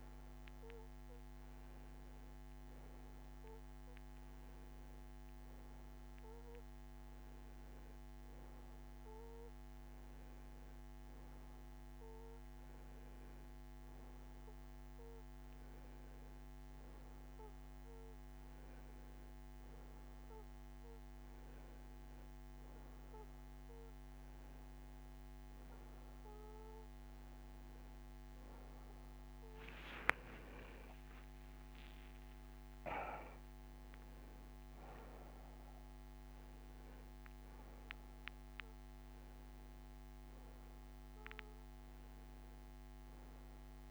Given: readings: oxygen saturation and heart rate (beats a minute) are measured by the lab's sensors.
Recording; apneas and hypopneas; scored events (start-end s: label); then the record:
breathing in sleep by a microphone on the trachea; none
27.50-43.91 s: new sleep stage, N2 (light sleep)
From the record:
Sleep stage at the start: N1 (lightest sleep); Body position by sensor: on the right side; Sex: male